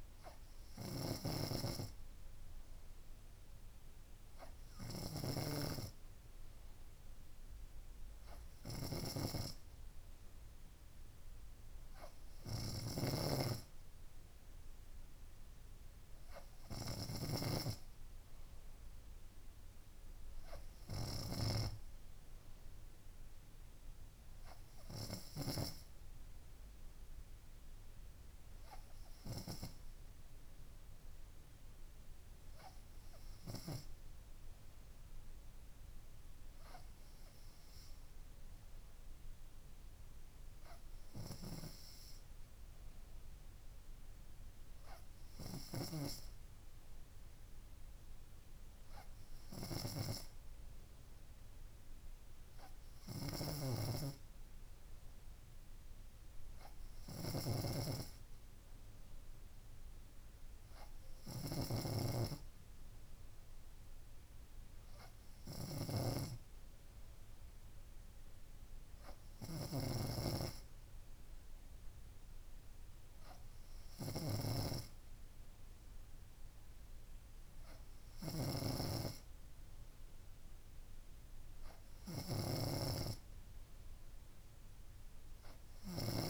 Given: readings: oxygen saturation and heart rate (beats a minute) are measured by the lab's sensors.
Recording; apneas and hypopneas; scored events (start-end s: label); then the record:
breathing in sleep by a room microphone; none
none scored
From the record:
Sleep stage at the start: N3 (deep sleep); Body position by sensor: on the front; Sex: female